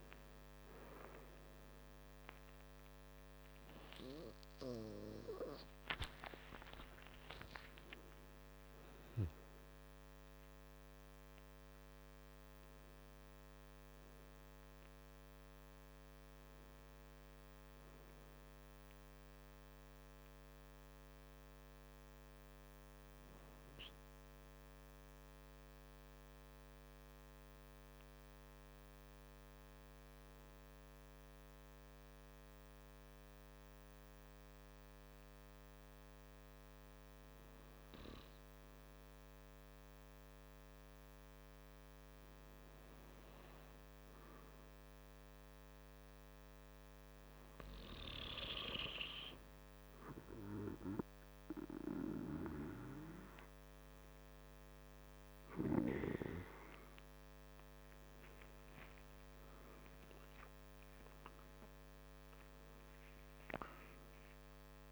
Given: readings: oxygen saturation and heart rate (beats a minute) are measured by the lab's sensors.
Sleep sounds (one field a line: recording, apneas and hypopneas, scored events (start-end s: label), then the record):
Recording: breathing in sleep by a microphone on the trachea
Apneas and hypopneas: 1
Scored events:
6.00-10.00 s: arousal
25.00-46.50 s: hypopnea (oxygen 98% before, 95% lowest, heart rate 49 before, 44 extreme, up 3 after)
59.00-64.00 s: arousal
From the record:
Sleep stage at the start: N2 (light sleep)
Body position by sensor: on the back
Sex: male